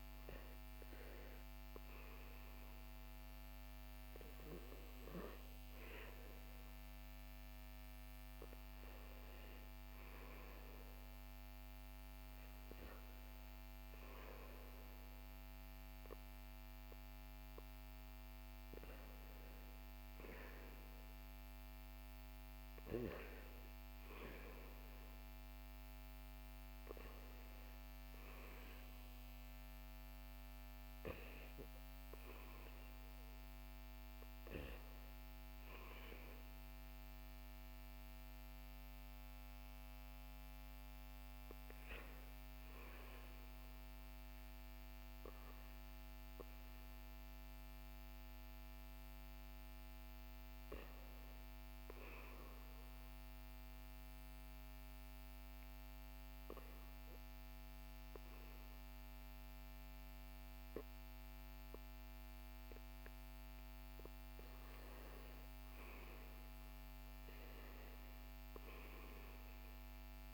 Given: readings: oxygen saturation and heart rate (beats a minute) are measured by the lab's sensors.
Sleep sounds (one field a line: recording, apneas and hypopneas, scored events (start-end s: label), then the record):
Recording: breathing in sleep, hard to hear, by a microphone on the trachea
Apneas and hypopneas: 1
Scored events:
0.00-6.00 s: oxygen desaturation (device-marked, oxygen 94% lowest, heart rate 70 extreme)
54.00-64.00 s: obstructive apnea (oxygen 97% before, 94% lowest, heart rate 70 before, 66 extreme, up 8 after)
67.00-70.34 s: arousal
From the record:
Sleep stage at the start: REM sleep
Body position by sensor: on the back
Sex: male